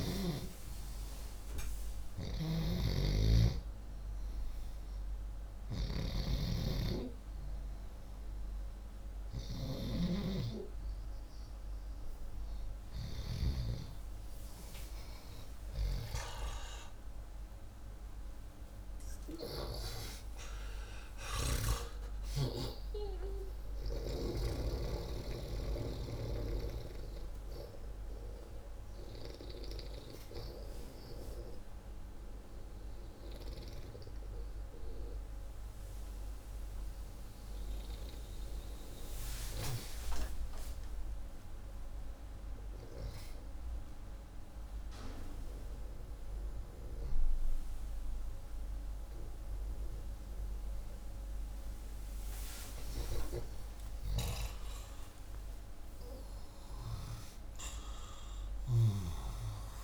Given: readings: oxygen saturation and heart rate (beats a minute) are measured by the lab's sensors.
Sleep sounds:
a person awake in a sleep study, by a room microphone; none
0.00-2.00 s: snoring (device-marked)
56.00-59.84 s: new sleep stage, N1 (lightest sleep)
From the record:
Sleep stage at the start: awake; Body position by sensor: upright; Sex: male

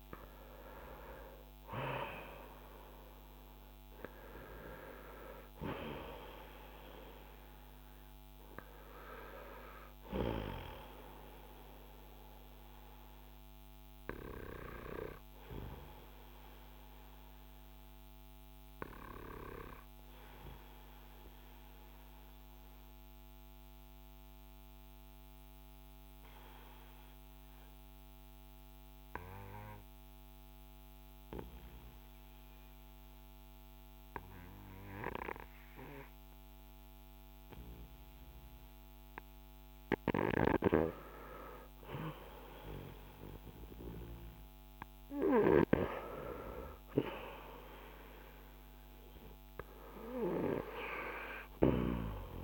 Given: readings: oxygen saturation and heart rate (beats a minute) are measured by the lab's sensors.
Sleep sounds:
breathing in sleep by a microphone on the trachea; 1
0.00-27.00 s: oxygen desaturation (device-marked, oxygen 88% lowest, heart rate 44 extreme)
12.00-41.00 s: obstructive apnea (oxygen 97% before, 88% lowest, heart rate 56 before, 42 extreme, up 7 after)
42.50-46.00 s: arousal
45.00-52.44 s: oxygen desaturation (device-marked, oxygen 97% before, 89% lowest, heart rate 50 before, 36 extreme)
From the record:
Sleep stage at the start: N2 (light sleep); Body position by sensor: on the front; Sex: male

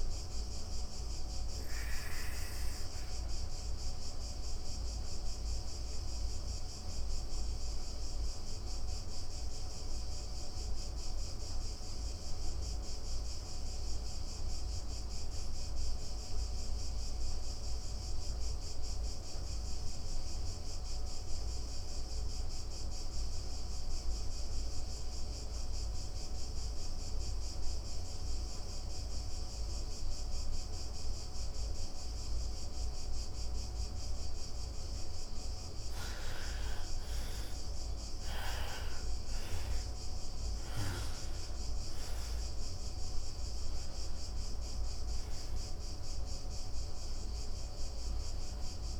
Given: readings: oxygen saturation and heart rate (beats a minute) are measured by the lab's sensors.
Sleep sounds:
breathing in sleep, hard to hear, by a room microphone; 1
0.00-16.50 s: oxygen desaturation (device-marked, oxygen 85% lowest, heart rate 79 extreme)
2.00-34.00 s: obstructive apnea (oxygen 98% before, 80% lowest, heart rate 126 before, 55 extreme, up 18 after)
28.50-49.00 s: oxygen desaturation (device-marked, oxygen 98% before, 80% lowest, heart rate 117 before, 55 extreme)
35.00-39.00 s: arousal
From the record:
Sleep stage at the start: N2 (light sleep); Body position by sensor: on the back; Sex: female

